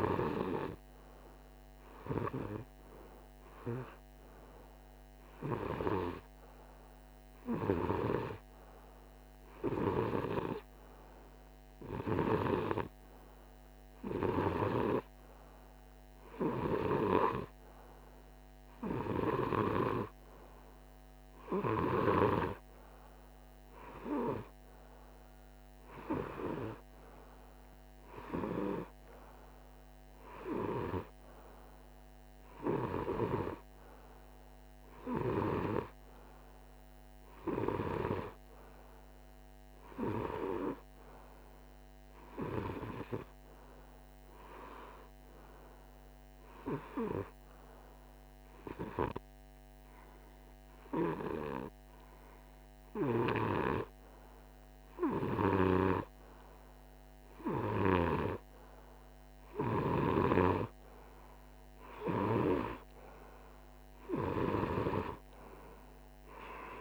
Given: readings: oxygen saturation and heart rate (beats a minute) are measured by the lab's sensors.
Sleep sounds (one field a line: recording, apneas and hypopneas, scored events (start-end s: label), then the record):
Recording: breathing in sleep by a microphone on the trachea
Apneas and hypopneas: none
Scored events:
none scored
From the record:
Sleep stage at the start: REM sleep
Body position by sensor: on the right side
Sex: male